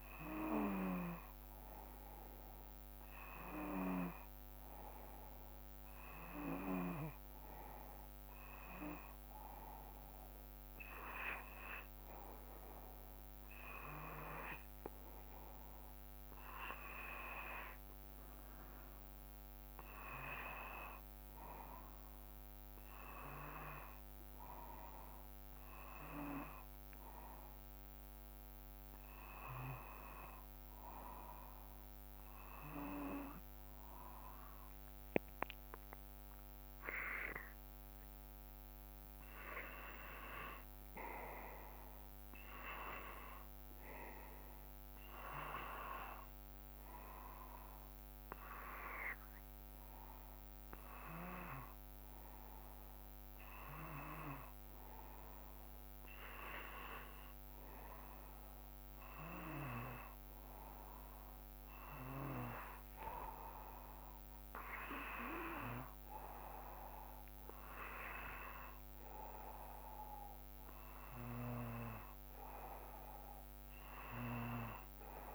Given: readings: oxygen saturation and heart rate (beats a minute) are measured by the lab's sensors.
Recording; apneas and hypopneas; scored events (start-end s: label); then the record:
breathing in sleep by a microphone on the trachea; none
none scored
From the record:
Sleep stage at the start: N2 (light sleep); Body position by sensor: on the back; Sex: male